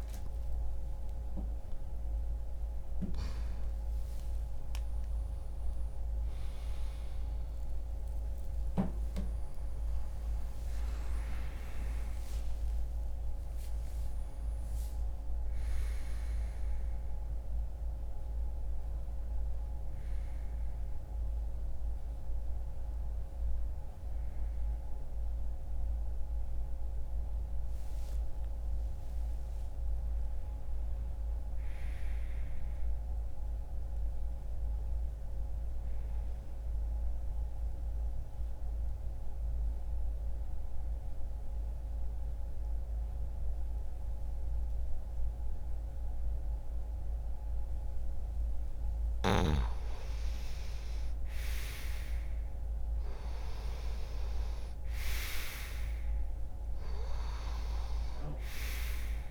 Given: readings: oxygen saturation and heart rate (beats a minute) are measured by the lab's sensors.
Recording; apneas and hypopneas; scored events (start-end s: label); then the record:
a person awake in a sleep study, by a room microphone; 1
0.00-4.50 s: oxygen desaturation (device-marked, oxygen 88% lowest, heart rate 66 extreme)
31.50-59.31 s: new sleep stage, N1 (lightest sleep)
36.00-47.00 s: mixed apnea (oxygen 99% before, 87% lowest, heart rate 69 before, 61 extreme, up 2 after)
43.50-59.31 s: oxygen desaturation (device-marked, oxygen 98% before, 87% lowest, heart rate 66 before, 61 extreme)
48.50-53.00 s: arousal
From the record:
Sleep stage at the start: awake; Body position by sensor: on the back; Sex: male